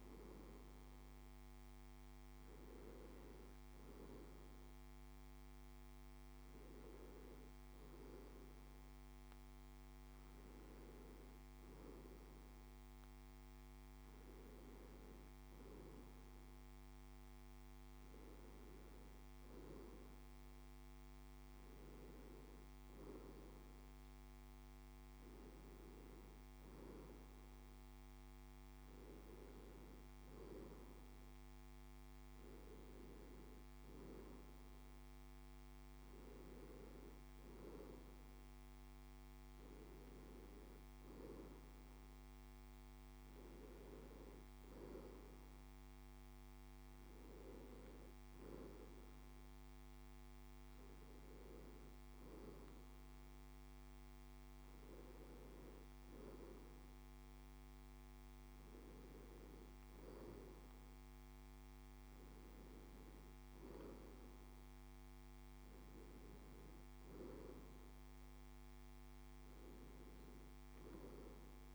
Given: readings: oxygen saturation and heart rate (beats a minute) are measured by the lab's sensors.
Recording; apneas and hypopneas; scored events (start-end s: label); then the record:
breathing in sleep by a microphone on the trachea; none
none scored
From the record:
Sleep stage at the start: N2 (light sleep); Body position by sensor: on the back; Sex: male